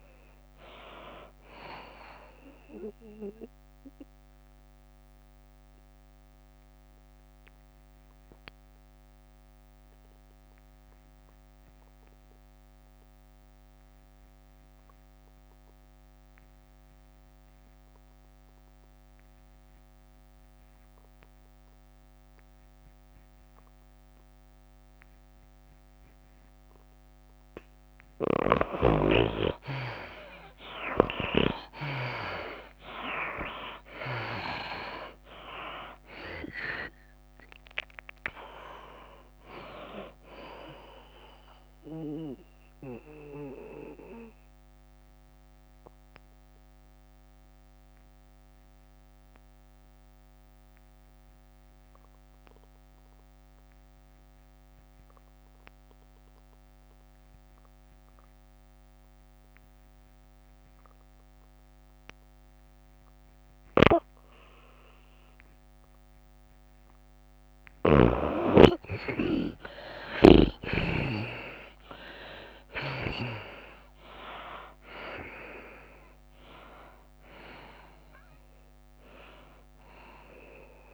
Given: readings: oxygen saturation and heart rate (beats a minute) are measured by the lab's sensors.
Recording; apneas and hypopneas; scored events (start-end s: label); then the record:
breathing in sleep by a microphone on the trachea; 2
0.00-11.50 s: drop in pulse transit time (device-marked, heart rate 100 extreme)
0.00-13.50 s: oxygen desaturation (device-marked, oxygen 74% lowest, heart rate 89 extreme)
0.00-13.50 s: tachycardia (device-marked, heart rate 107 extreme)
4.00-29.00 s: mixed apnea (oxygen 93% before, 72% lowest, heart rate 96 before, 94 extreme, up 10 after)
26.50-52.50 s: oxygen desaturation (device-marked, oxygen 97% before, 73% lowest, heart rate 100 before, 93 extreme)
31.50-36.00 s: arousal
31.50-48.50 s: tachycardia (device-marked, heart rate 107 before, 108 extreme)
32.50-47.50 s: drop in pulse transit time (device-marked, heart rate 98 before, 97 extreme)
44.00-67.50 s: obstructive apnea (oxygen 97% before, 72% lowest, heart rate 100 before, 93 extreme, up 10 after)
60.50-80.94 s: oxygen desaturation (device-marked, oxygen 97% before, 72% lowest, heart rate 101 before, 94 extreme)
69.50-80.94 s: tachycardia (device-marked, heart rate 104 before, 107 extreme)
72.00-77.50 s: arousal
73.50-80.94 s: drop in pulse transit time (device-marked, heart rate 96 before, 102 extreme)
From the record:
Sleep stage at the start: N2 (light sleep); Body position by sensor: on the back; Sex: female